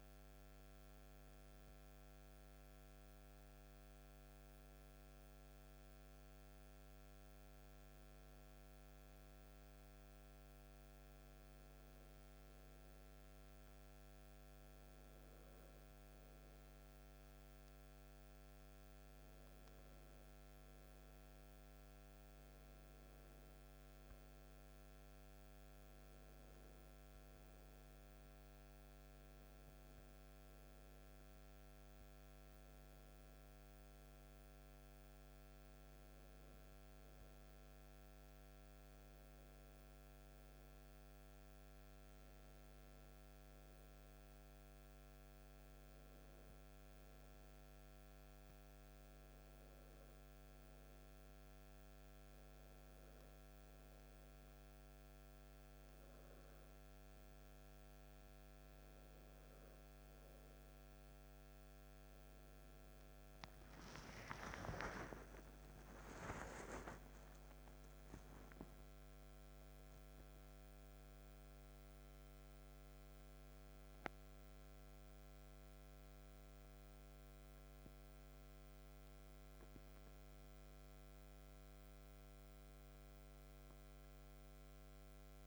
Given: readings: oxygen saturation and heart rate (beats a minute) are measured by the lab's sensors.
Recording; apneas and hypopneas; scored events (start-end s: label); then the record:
breathing in sleep, hard to hear, by a microphone on the trachea; none
none scored
From the record:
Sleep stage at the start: N2 (light sleep); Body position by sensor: on the back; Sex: male